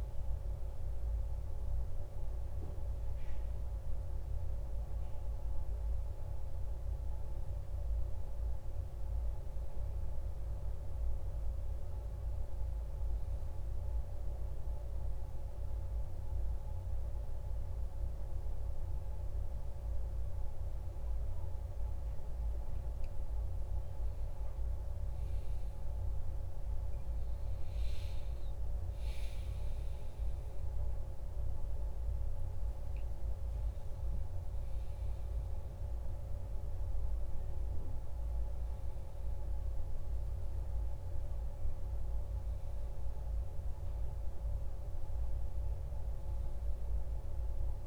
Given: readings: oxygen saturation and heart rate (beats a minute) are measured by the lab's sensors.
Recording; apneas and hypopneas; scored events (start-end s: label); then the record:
breathing in sleep, hard to hear, by a room microphone; 1
12.00-24.50 s: hypopnea (oxygen 98% before, 94% lowest, heart rate 53 before, 52 extreme, up 4 after)
26.00-31.50 s: arousal
28.50-47.87 s: new sleep stage, N1 (lightest sleep)
From the record:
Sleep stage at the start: N2 (light sleep); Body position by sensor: on the back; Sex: male